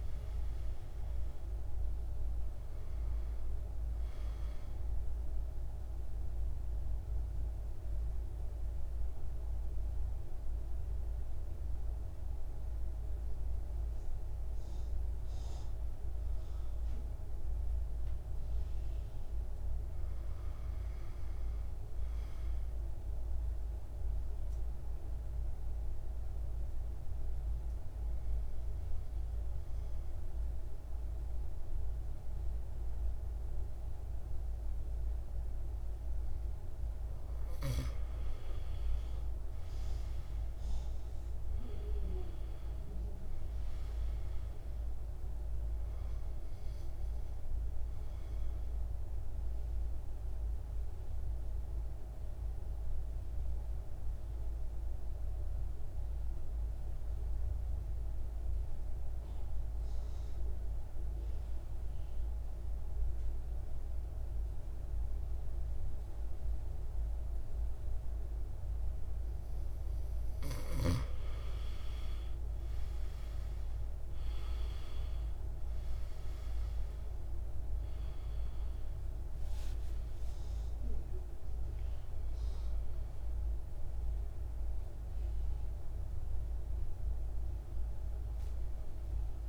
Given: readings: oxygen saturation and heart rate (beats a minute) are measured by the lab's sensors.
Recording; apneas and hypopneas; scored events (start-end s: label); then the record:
breathing in sleep, hard to hear, by a room microphone; 3
0.00-17.50 s: oxygen desaturation (device-marked, oxygen 86% lowest, heart rate 51 extreme)
4.50-16.50 s: central apnea (oxygen 98% before, 86% lowest, heart rate 59 before, 51 extreme, up 6 after)
18.00-21.00 s: arousal
25.50-36.50 s: obstructive apnea (oxygen 99% before, 86% lowest, heart rate 54 before, 54 extreme, up 7 after)
29.50-35.50 s: oxygen desaturation (device-marked, oxygen 99% before, 93% lowest, heart rate 54 before, 54 extreme)
39.00-43.00 s: arousal
40.50-60.50 s: oxygen desaturation (device-marked, oxygen 95% before, 87% lowest, heart rate 59 before, 54 extreme)
49.00-70.00 s: mixed apnea (oxygen 99% before, 86% lowest, heart rate 61 before, 54 extreme, up 12 after)
72.00-76.00 s: arousal
72.50-89.49 s: oxygen desaturation (device-marked, oxygen 99% before, 86% lowest, heart rate 56 before, 54 extreme)
From the record:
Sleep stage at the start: N2 (light sleep); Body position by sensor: on the back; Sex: male